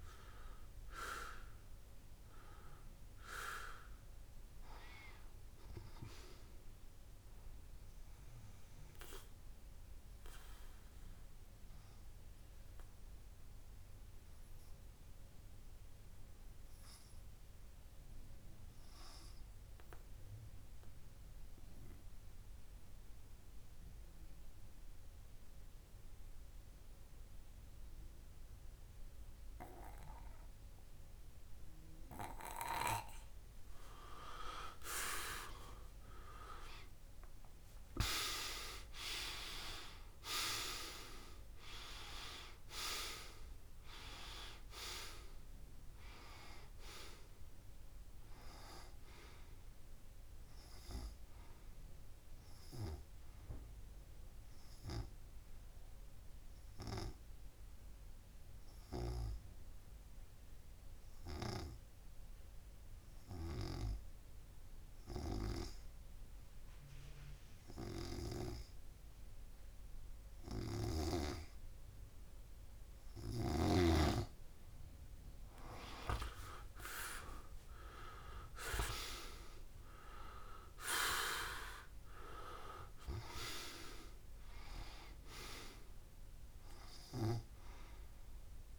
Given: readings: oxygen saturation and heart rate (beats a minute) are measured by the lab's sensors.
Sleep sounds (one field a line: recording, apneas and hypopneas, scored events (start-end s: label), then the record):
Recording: breathing in sleep by a room microphone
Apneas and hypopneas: 2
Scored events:
0.00-1.50 s: oxygen desaturation (device-marked, oxygen 94% lowest)
0.50-2.50 s: long interval between heartbeats (device-marked, heart rate 36 before, 66 extreme)
7.50-9.50 s: long interval between heartbeats (device-marked, heart rate 45 before, 34 extreme)
7.50-16.50 s: oxygen desaturation (device-marked, oxygen 95% before, 92% lowest)
8.50-34.00 s: obstructive apnea (oxygen 97% before, 92% lowest)
14.00-16.00 s: long interval between heartbeats (device-marked, heart rate 48 before, 66 extreme)
19.50-21.50 s: long interval between heartbeats (device-marked, heart rate 53 before, 39 extreme)
29.50-31.50 s: long interval between heartbeats (device-marked, heart rate 45 before, 49 extreme)
35.00-38.00 s: arousal
35.50-48.50 s: oxygen desaturation (device-marked, oxygen 99% before, 95% lowest)
36.00-38.00 s: long interval between heartbeats (device-marked, heart rate 54 before, 88 extreme)
39.50-41.50 s: long interval between heartbeats (device-marked, heart rate 60 before, 88 extreme)
47.00-49.00 s: long interval between heartbeats (device-marked, heart rate 69 before, 33 extreme)
50.00-52.00 s: long interval between heartbeats (device-marked, heart rate 71 before, 74 extreme)
52.50-74.00 s: obstructive apnea (oxygen 99% before, 92% lowest)
54.00-56.00 s: long interval between heartbeats (device-marked, heart rate 71 before, 50 extreme)
59.00-61.00 s: long interval between heartbeats (device-marked, heart rate 59 before, 33 extreme)
62.00-64.00 s: long interval between heartbeats (device-marked, heart rate 51 before, 37 extreme)
71.00-73.00 s: long interval between heartbeats (device-marked)
76.00-78.00 s: long interval between heartbeats (device-marked)
76.00-80.00 s: arousal
80.00-82.00 s: long interval between heartbeats (device-marked)
From the record:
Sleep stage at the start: N2 (light sleep)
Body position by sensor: on the back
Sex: male